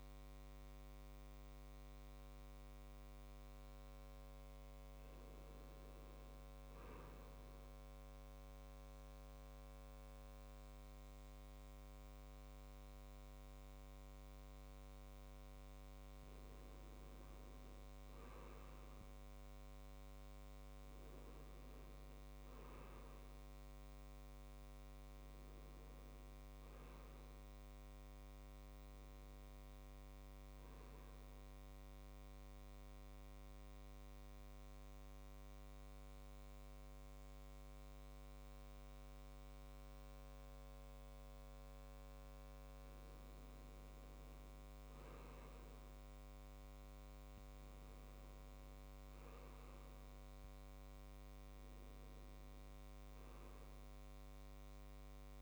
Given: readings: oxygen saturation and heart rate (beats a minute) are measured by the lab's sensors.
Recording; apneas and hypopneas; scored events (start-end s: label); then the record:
breathing in sleep, hard to hear, by a microphone on the trachea; 2
0.00-1.00 s: arousal
7.50-17.50 s: central apnea (oxygen 97% before, 91% lowest, heart rate 67 before, 64 extreme, up 1 after)
19.00-22.50 s: arousal
30.50-42.00 s: central apnea (oxygen 97% before, 91% lowest, heart rate 67 before, 67 extreme, up 3 after)
44.00-47.50 s: arousal
49.50-55.42 s: oxygen desaturation (device-marked, oxygen 97% before, 91% lowest, heart rate 68 before, 62 extreme)
From the record:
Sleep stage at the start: N2 (light sleep); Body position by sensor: on the right side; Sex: male